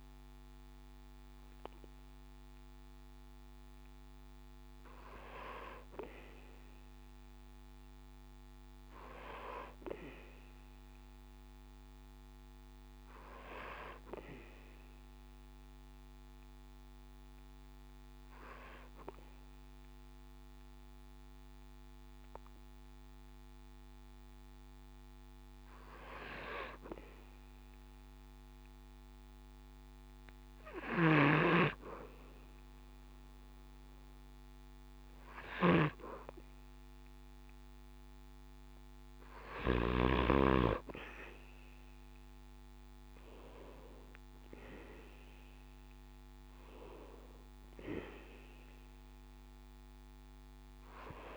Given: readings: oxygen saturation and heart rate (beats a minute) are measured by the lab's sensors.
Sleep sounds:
breathing in sleep by a microphone on the trachea; 1
17.00-32.50 s: hypopnea (oxygen 97% before, 95% lowest, heart rate 67 before, 65 extreme, up 4 after)
43.50-47.00 s: arousal
From the record:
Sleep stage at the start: N2 (light sleep); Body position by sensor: on the back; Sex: male

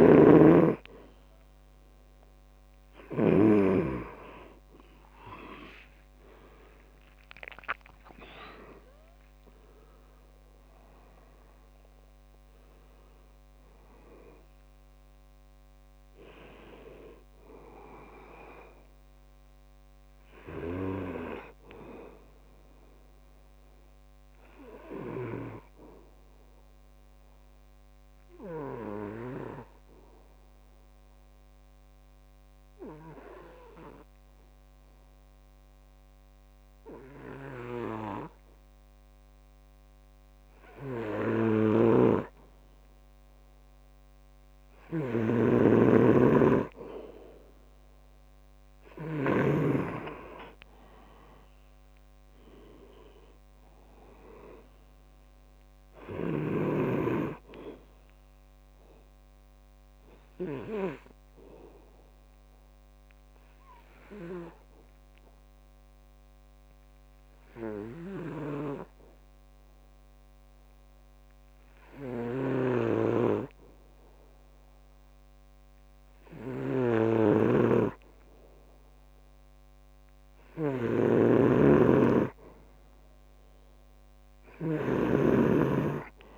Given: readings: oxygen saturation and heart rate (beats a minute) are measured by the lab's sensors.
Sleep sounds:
breathing in sleep by a microphone on the trachea; 2
0.00-29.50 s: oxygen desaturation (device-marked, oxygen 92% lowest, heart rate 64 extreme)
3.00-7.50 s: arousal
24.50-44.00 s: obstructive apnea (oxygen 98% before, 92% lowest, heart rate 74 before, 64 extreme, up 6 after)
42.00-50.00 s: snoring (device-marked)
48.50-52.00 s: arousal
48.50-66.50 s: oxygen desaturation (device-marked, oxygen 98% before, 92% lowest, heart rate 67 before, 67 extreme)
61.00-76.50 s: obstructive apnea (oxygen 98% before, 92% lowest, heart rate 70 before, 67 extreme, up 2 after)
72.50-85.50 s: snoring (device-marked)
78.50-82.00 s: arousal
84.50-86.38 s: oxygen desaturation (device-marked, oxygen 98% before, 92% lowest, heart rate 68 before, 63 extreme)
From the record:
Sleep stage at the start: N2 (light sleep); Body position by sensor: on the back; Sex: male

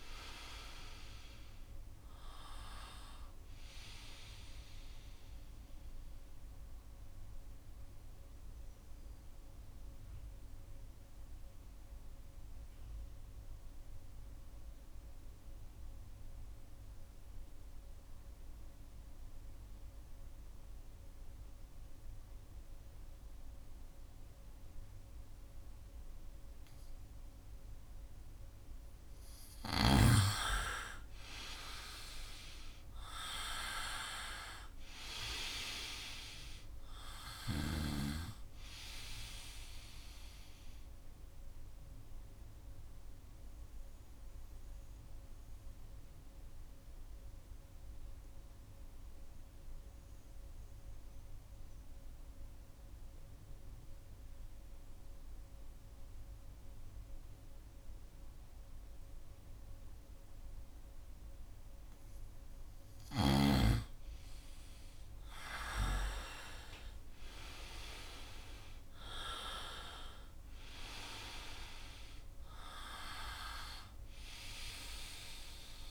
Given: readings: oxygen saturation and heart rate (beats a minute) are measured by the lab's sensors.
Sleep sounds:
breathing in sleep by a room microphone; 2
0.00-21.50 s: oxygen desaturation (device-marked, oxygen 86% lowest, heart rate 61 extreme)
4.00-28.00 s: mixed apnea (oxygen 98% before, 86% lowest, heart rate 70 before, 61 extreme, up 4 after)
29.50-55.50 s: oxygen desaturation (device-marked, oxygen 99% before, 86% lowest, heart rate 65 before, 65 extreme)
30.00-34.50 s: arousal
39.00-61.50 s: obstructive apnea (oxygen 99% before, 86% lowest, heart rate 68 before, 62 extreme, up 0 after)
63.50-67.00 s: arousal
67.50-75.91 s: oxygen desaturation (device-marked, oxygen 98% before, 87% lowest, heart rate 69 before, 62 extreme)
From the record:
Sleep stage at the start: N2 (light sleep); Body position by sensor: on the right side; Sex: male

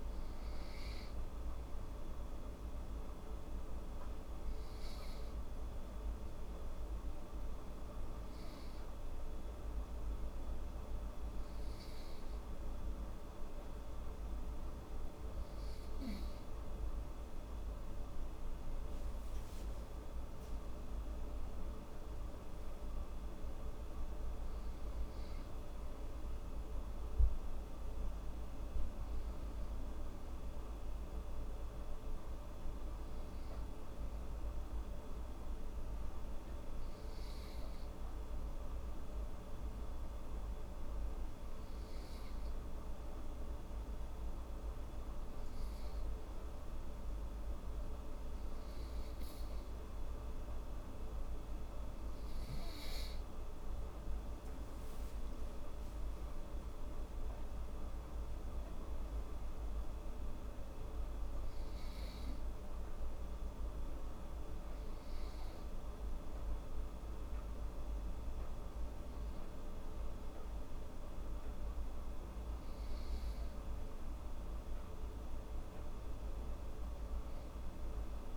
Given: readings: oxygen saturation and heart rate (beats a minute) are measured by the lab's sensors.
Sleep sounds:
breathing in sleep, hard to hear, by a room microphone; 2
5.50-17.50 s: hypopnea (oxygen 95% before, 91% lowest, heart rate 79 before, 75 extreme, up 8 after)
19.50-23.00 s: arousal
36.00-51.00 s: hypopnea (oxygen 95% before, 91% lowest, heart rate 81 before, 74 extreme, up 7 after)
52.00-54.00 s: arousal
55.50-76.50 s: oxygen desaturation (device-marked, oxygen 95% before, 91% lowest, heart rate 78 before, 74 extreme)
From the record:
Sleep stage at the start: N2 (light sleep); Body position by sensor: on the right side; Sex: female

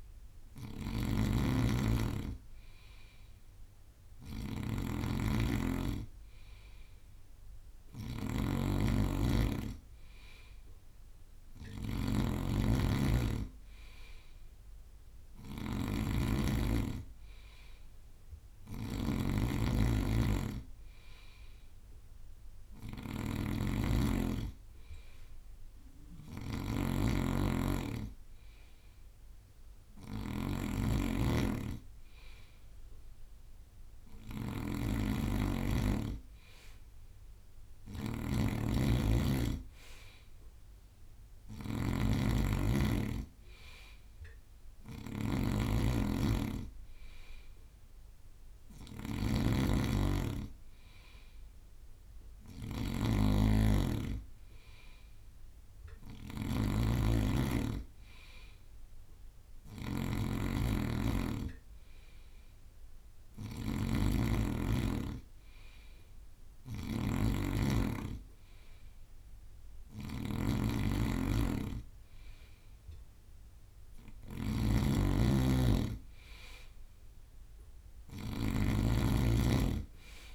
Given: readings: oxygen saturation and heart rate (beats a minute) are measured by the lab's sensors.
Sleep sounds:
breathing in sleep by a room microphone; none
0.00-41.00 s: bradycardia (device-marked, heart rate 39 extreme)
0.00-80.34 s: snoring (device-marked)
2.50-4.50 s: long interval between heartbeats (device-marked, heart rate 56 before, 54 extreme)
9.50-11.50 s: long interval between heartbeats (device-marked, heart rate 54 before, 50 extreme)
10.00-20.00 s: drop in pulse transit time (device-marked, heart rate 53 before, 47 extreme)
17.00-19.00 s: long interval between heartbeats (device-marked, heart rate 50 before, 49 extreme)
32.50-34.50 s: long interval between heartbeats (device-marked, heart rate 52 before, 59 extreme)
35.50-37.50 s: long interval between heartbeats (device-marked, heart rate 53 before, 47 extreme)
37.00 s: drop in pulse transit time (device-marked)
41.50-43.50 s: long interval between heartbeats (device-marked, heart rate 52 before, 58 extreme)
42.00-52.00 s: drop in pulse transit time (device-marked, heart rate 52 before, 56 extreme)
45.00-59.00 s: bradycardia (device-marked, heart rate 58 before, 55 extreme)
64.00-80.34 s: bradycardia (device-marked, heart rate 58 before, 54 extreme)
78.00-80.34 s: drop in pulse transit time (device-marked, heart rate 58 before, 56 extreme)
From the record:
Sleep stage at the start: N2 (light sleep); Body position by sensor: on the right side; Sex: male

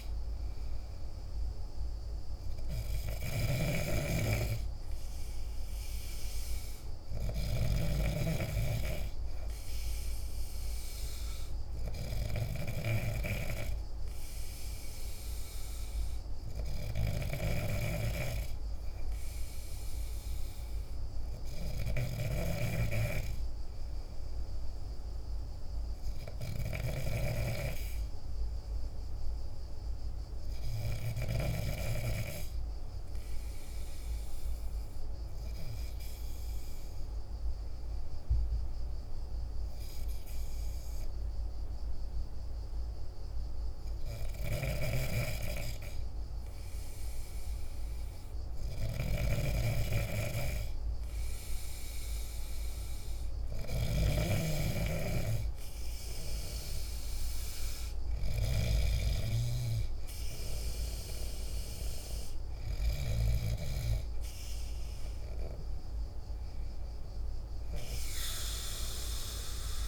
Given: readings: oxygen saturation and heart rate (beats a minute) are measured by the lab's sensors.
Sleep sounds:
breathing in sleep by a room microphone; none
0.00-18.50 s: oxygen desaturation (device-marked, oxygen 94% lowest, heart rate 50 extreme)
0.00-31.00 s: snoring (device-marked)
44.00-63.00 s: snoring (device-marked)
67.50-69.87 s: arousal
From the record:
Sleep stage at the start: N2 (light sleep); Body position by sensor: on the back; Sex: male

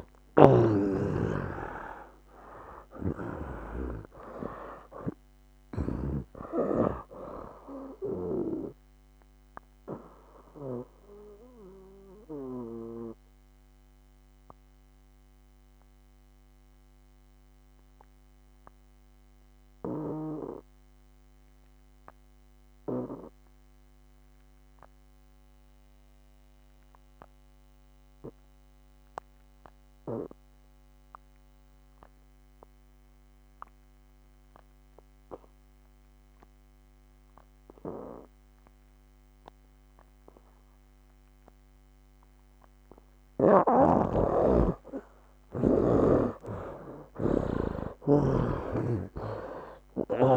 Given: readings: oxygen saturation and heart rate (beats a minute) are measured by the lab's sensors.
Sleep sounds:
breathing in sleep by a microphone on the trachea; 1
0.00-3.50 s: arousal
0.00-6.00 s: snoring (device-marked)
0.00-28.00 s: oxygen desaturation (device-marked, oxygen 71% lowest, heart rate 64 extreme)
10.50-44.00 s: obstructive apnea (oxygen 98% before, 70% lowest, heart rate 74 before, 64 extreme, up 14 after)
37.00-50.37 s: oxygen desaturation (device-marked, oxygen 98% before, 70% lowest, heart rate 66 before, 63 extreme)
48.50-50.37 s: arousal
48.50-50.37 s: snoring (device-marked)
From the record:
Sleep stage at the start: N2 (light sleep); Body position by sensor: on the back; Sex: male

